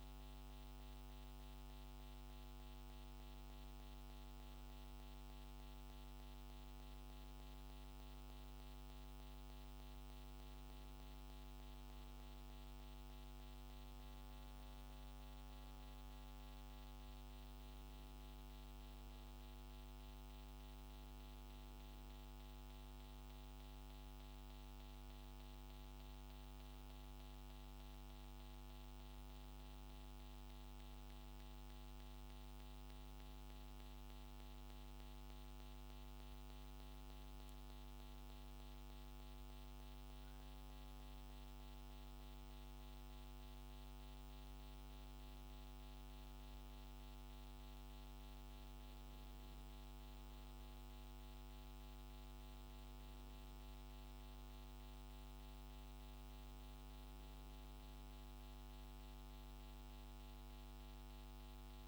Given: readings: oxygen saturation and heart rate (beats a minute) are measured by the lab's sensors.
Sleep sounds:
a person awake in a sleep study, hard to hear, by a microphone on the trachea; none
none scored
From the record:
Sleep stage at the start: awake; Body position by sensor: on the right side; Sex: male

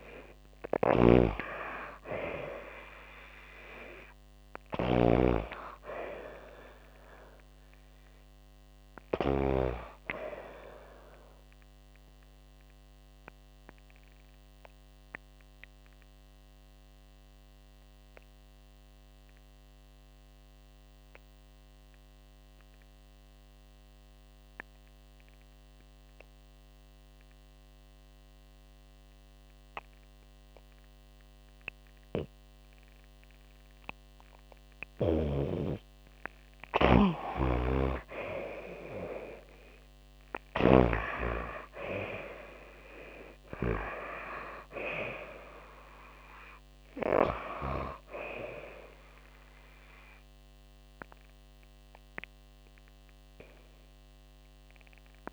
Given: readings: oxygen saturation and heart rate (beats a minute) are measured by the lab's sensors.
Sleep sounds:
a person partly awake in a sleep study, by a microphone on the trachea; 1
0.00-9.00 s: snoring (device-marked)
11.50-33.50 s: obstructive apnea (oxygen 97% before, 88% lowest, heart rate 34 before, 52 extreme, up 11 after)
26.00-49.00 s: oxygen desaturation (device-marked, oxygen 95% before, 88% lowest)
34.00-55.32 s: new sleep stage, awake
37.00-40.50 s: snoring (device-marked)
From the record:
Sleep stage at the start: N2 (light sleep); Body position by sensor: on the back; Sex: female

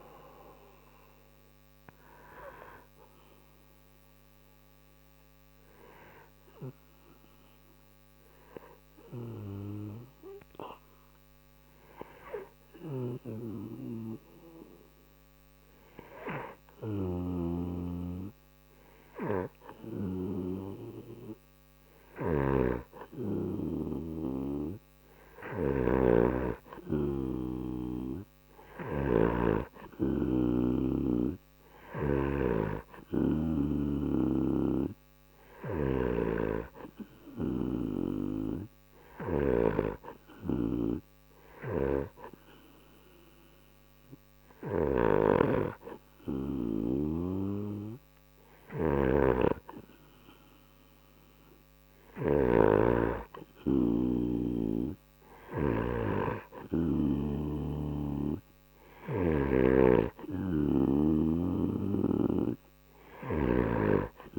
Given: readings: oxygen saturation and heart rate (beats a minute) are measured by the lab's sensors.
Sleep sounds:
breathing in sleep by a microphone on the trachea; 1
4.00-18.00 s: hypopnea (oxygen 95% before, 93% lowest)
22.00-26.00 s: arousal
22.00-32.50 s: snoring (device-marked)
39.00-63.50 s: snoring (device-marked)
From the record:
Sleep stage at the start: N2 (light sleep); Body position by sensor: on the right side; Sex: male

